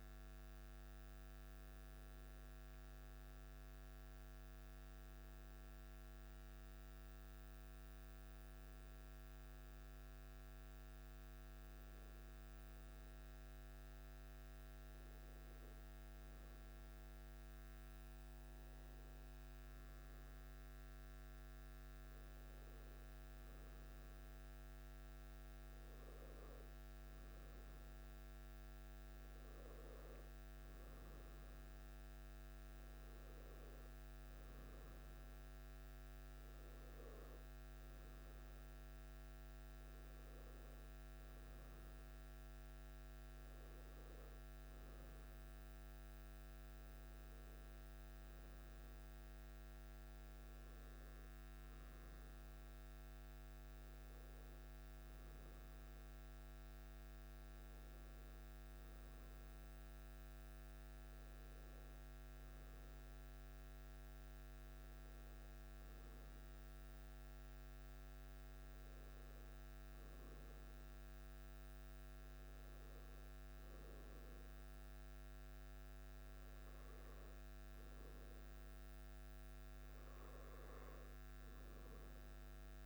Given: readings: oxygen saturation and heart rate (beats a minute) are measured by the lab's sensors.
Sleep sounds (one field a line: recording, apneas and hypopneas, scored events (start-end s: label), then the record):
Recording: breathing in sleep, hard to hear, by a microphone on the trachea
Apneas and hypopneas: none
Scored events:
none scored
From the record:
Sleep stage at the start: N1 (lightest sleep)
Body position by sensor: on the back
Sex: male